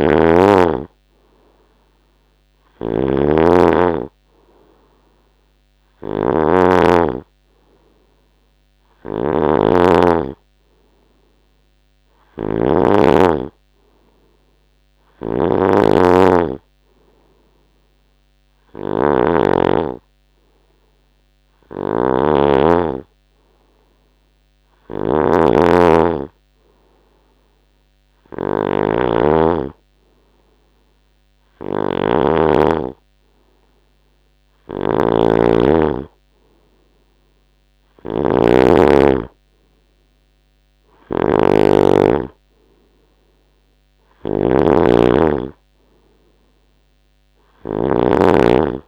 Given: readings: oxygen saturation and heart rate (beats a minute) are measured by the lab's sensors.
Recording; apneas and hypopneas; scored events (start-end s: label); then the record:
breathing in sleep by a microphone on the trachea; none
0.00-13.00 s: snoring (device-marked)
15.00-32.50 s: snoring (device-marked)
34.50-48.88 s: snoring (device-marked)
From the record:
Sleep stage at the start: N2 (light sleep); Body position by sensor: on the right side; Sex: male